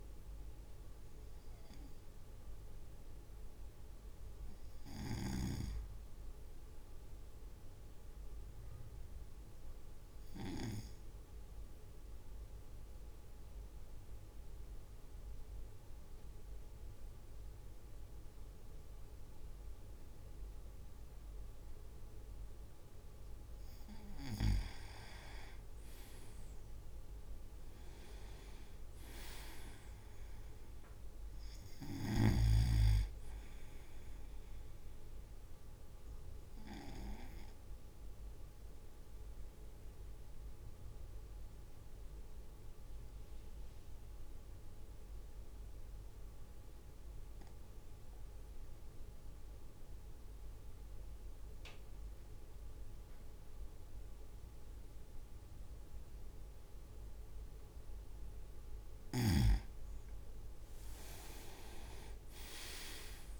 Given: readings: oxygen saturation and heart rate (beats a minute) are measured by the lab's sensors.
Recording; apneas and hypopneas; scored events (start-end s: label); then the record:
breathing in sleep by a room microphone; 2
0.00-3.00 s: drop in pulse transit time (device-marked, heart rate 54 before, 52 extreme)
8.00-24.50 s: obstructive apnea (oxygen 99% before, 96% lowest, heart rate 56 before, 51 extreme, up 4 after)
27.00-28.00 s: leg movement (device-marked)
27.50-30.50 s: arousal
37.00-58.00 s: obstructive apnea (oxygen 99% before, 96% lowest, heart rate 55 before, 53 extreme, up 7 after)
60.00-61.50 s: leg movement (device-marked)
62.00-63.40 s: arousal
From the record:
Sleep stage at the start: N2 (light sleep); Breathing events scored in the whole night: 399 in 4.6 hours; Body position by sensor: on the right side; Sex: male